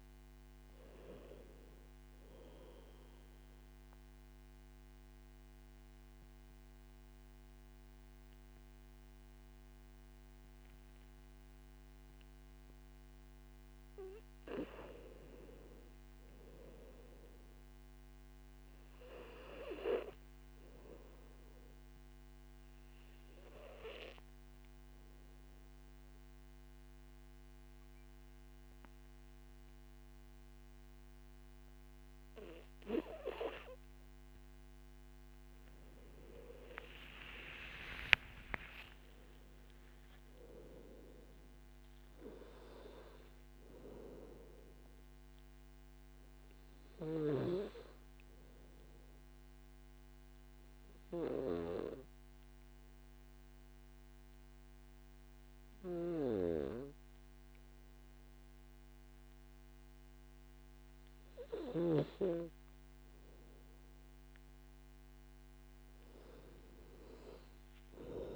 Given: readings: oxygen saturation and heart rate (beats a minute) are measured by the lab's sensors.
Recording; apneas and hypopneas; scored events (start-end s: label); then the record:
breathing in sleep by a microphone on the trachea; 3
3.50-14.50 s: obstructive apnea (oxygen 97% before, 94% lowest, heart rate 71 before, 48 extreme, up 1 after)
16.00-18.50 s: arousal
23.00-35.50 s: obstructive apnea (oxygen 99% before, 94% lowest, heart rate 56 before, 50 extreme, up 39 after)
24.50-38.50 s: oxygen desaturation (device-marked, oxygen 99% before, 94% lowest, heart rate 54 before, 50 extreme)
37.50-41.50 s: arousal
38.50-40.50 s: long interval between heartbeats (device-marked, heart rate 53 before, 86 extreme)
47.00-63.00 s: obstructive apnea (oxygen 99% before, 93% lowest, heart rate 64 before, 49 extreme, up 9 after)
66.00-68.36 s: arousal
From the record:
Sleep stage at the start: N2 (light sleep); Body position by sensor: on the back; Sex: male